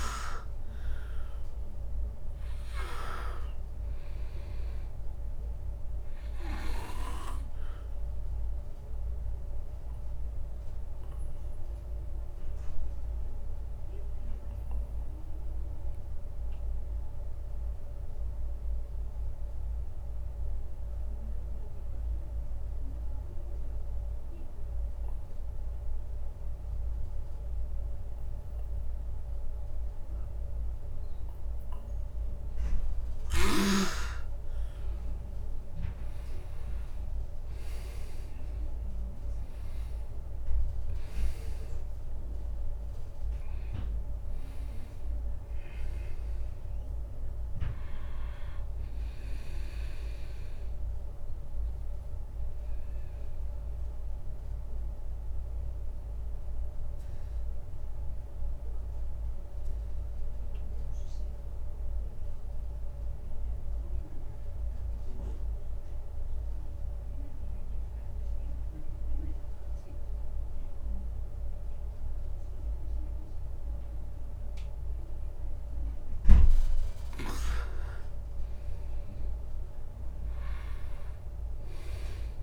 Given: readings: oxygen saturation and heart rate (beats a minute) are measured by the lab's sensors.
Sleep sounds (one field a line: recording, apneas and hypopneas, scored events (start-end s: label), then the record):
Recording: breathing in sleep by a room microphone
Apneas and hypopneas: 2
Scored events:
3.00-25.00 s: oxygen desaturation (device-marked, oxygen 99% before, 95% lowest, heart rate 46 before, 40 extreme)
8.00-33.00 s: obstructive apnea (oxygen 100% before, 91% lowest, heart rate 51 before, 40 extreme, up 9 after)
36.00-39.00 s: arousal
38.00-64.00 s: oxygen desaturation (device-marked, oxygen 98% before, 91% lowest, heart rate 51 before, 38 extreme)
51.50-76.00 s: obstructive apnea (oxygen 98% before, 91% lowest, heart rate 52 before, 29 extreme, up 4 after)
78.50-82.43 s: arousal
From the record:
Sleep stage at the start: N2 (light sleep)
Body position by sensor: on the back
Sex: male